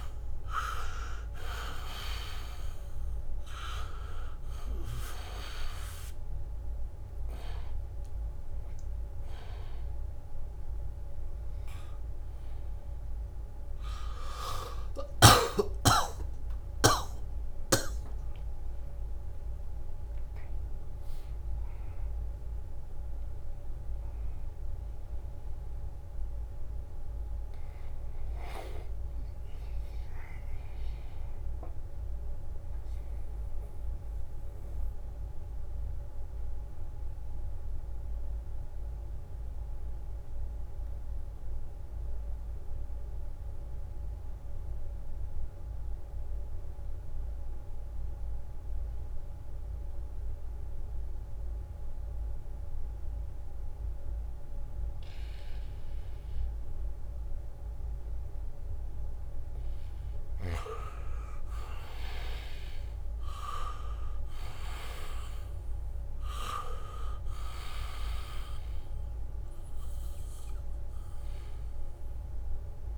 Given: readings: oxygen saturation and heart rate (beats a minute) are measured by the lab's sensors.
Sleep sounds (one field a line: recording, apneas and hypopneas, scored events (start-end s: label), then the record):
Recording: breathing in sleep by a room microphone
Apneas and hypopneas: 1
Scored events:
0.00-28.00 s: oxygen desaturation (device-marked, oxygen 77% lowest, heart rate 65 extreme)
16.50-20.50 s: arousal
32.50-59.00 s: mixed apnea (oxygen 98% before, 80% lowest, heart rate 79 before, 69 extreme, up 0 after)
53.00-72.98 s: oxygen desaturation (device-marked, oxygen 100% before, 86% lowest, heart rate 78 before, 68 extreme)
57.50-59.50 s: leg movement (device-marked)
60.00-62.00 s: leg movement (device-marked)
61.00-65.50 s: arousal
66.50-69.00 s: leg movement (device-marked)
From the record:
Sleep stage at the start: N2 (light sleep)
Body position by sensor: on the back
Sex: male